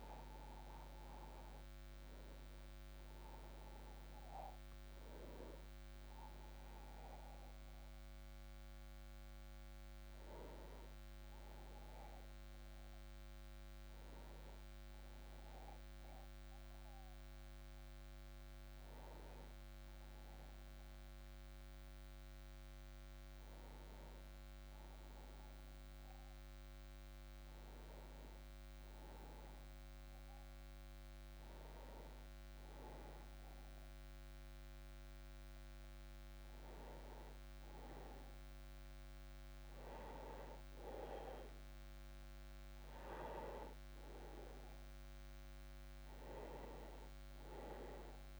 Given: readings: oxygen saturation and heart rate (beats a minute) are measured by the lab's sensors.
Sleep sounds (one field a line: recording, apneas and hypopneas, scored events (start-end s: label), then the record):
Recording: breathing in sleep by a microphone on the trachea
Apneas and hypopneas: none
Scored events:
0.00-20.50 s: oxygen desaturation (device-marked, oxygen 92% lowest)
47.00-48.40 s: arousal
From the record:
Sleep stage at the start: N2 (light sleep)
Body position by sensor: on the back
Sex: male